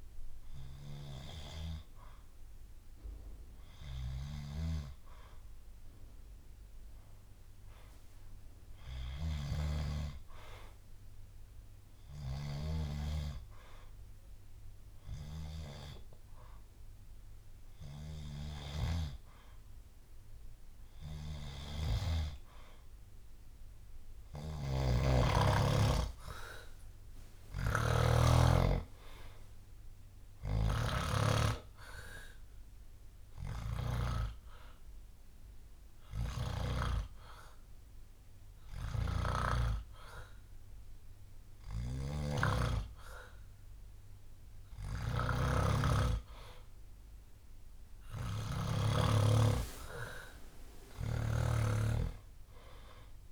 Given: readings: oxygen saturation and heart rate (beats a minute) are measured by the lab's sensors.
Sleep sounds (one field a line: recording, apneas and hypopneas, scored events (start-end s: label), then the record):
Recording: breathing in sleep by a room microphone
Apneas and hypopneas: 2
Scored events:
0.00-10.00 s: oxygen desaturation (device-marked, oxygen 93% lowest, heart rate 64 extreme)
12.00-22.00 s: hypopnea (oxygen 96% before, 93% lowest, heart rate 65 before, 59 extreme, up 6 after)
21.50-31.00 s: snoring (device-marked)
25.50-28.50 s: arousal
32.00-43.00 s: hypopnea (oxygen 95% before, 93% lowest, heart rate 70 before, 59 extreme, up 10 after)
38.00-40.00 s: bradycardia (device-marked, heart rate 66 before, 60 extreme)
41.50-53.32 s: snoring (device-marked)
44.50-49.00 s: arousal
From the record:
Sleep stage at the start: N2 (light sleep)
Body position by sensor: on the back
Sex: male